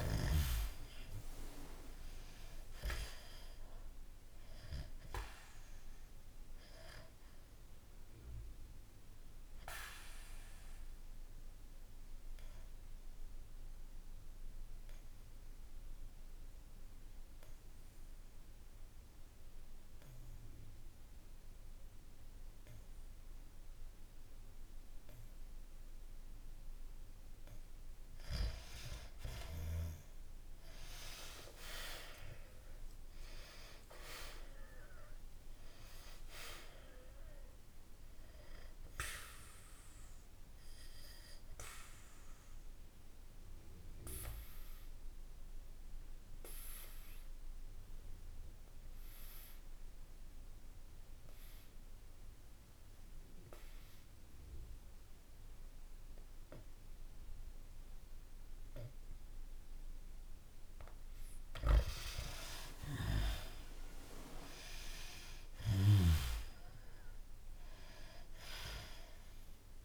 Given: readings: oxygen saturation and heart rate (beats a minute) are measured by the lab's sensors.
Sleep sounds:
breathing in sleep by a room microphone; 2
4.50-14.50 s: oxygen desaturation (device-marked, oxygen 96% before, 92% lowest, heart rate 66 before, 65 extreme)
9.00-27.50 s: obstructive apnea (oxygen 97% before, 90% lowest, heart rate 66 before, 65 extreme, up 0 after)
29.00-33.00 s: arousal
39.50-60.50 s: obstructive apnea (oxygen 98% before, 90% lowest, heart rate 66 before, 64 extreme, up 2 after)
42.50-56.50 s: oxygen desaturation (device-marked, oxygen 98% before, 92% lowest, heart rate 66 before, 64 extreme)
62.50-67.50 s: arousal
67.50-69.85 s: oxygen desaturation (device-marked, oxygen 98% before, 90% lowest, heart rate 66 before, 63 extreme)
From the record:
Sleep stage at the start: N2 (light sleep); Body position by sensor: on the back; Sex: male

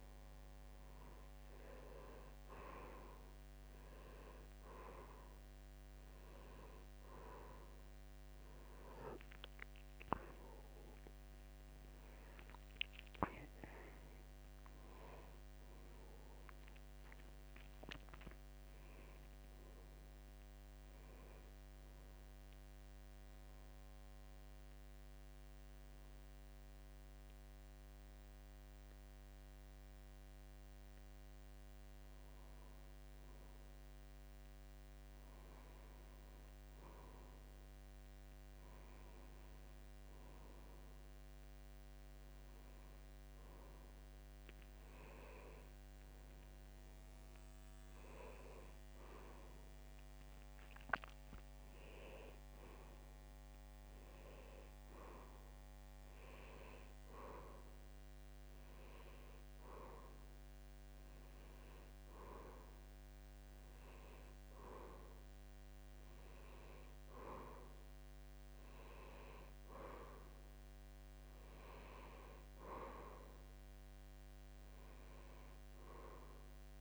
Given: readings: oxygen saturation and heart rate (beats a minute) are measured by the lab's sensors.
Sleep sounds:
breathing in sleep by a microphone on the trachea; 1
18.00-21.00 s: arousal
24.50-34.50 s: obstructive apnea (oxygen 94% before, 90% lowest, heart rate 78 before, 75 extreme, up 3 after)
36.50-40.00 s: arousal
41.00-55.00 s: oxygen desaturation (device-marked, oxygen 93% before, 90% lowest, heart rate 77 before, 75 extreme)
44.50-46.50 s: long interval between heartbeats (device-marked, heart rate 77 before, 85 extreme)
From the record:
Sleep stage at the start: N2 (light sleep); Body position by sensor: on the back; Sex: male

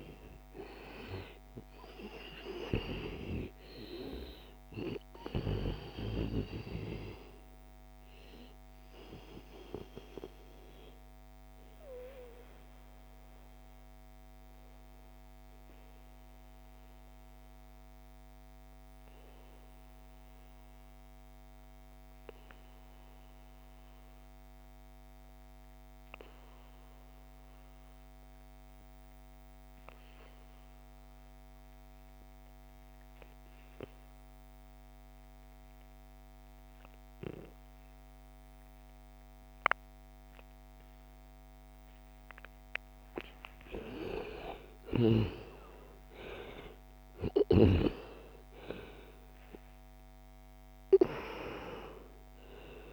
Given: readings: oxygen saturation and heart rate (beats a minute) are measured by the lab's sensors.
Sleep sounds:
breathing in sleep by a microphone on the trachea; 1
0.00-18.50 s: oxygen desaturation (device-marked, oxygen 90% lowest, heart rate 60 extreme)
9.50-41.50 s: mixed apnea (oxygen 95% before, 88% lowest, heart rate 74 before, 60 extreme, up 13 after)
36.50-52.92 s: oxygen desaturation (device-marked, oxygen 96% before, 88% lowest, heart rate 67 before, 61 extreme)
43.00-49.00 s: arousal
From the record:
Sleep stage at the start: N2 (light sleep); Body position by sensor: on the back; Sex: male

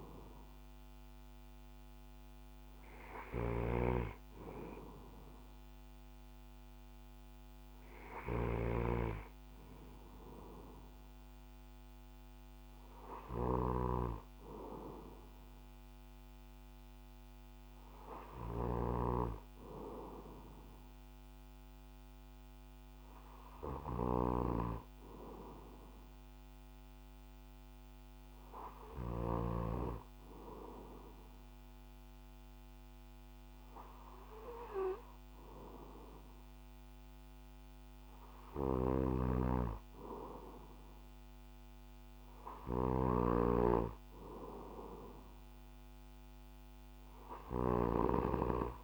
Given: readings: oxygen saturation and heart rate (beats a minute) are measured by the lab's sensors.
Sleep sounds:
breathing in sleep by a microphone on the trachea; none
0.00-29.00 s: snoring (device-marked)
38.50-48.84 s: snoring (device-marked)
From the record:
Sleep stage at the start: N2 (light sleep); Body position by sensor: on the back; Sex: male

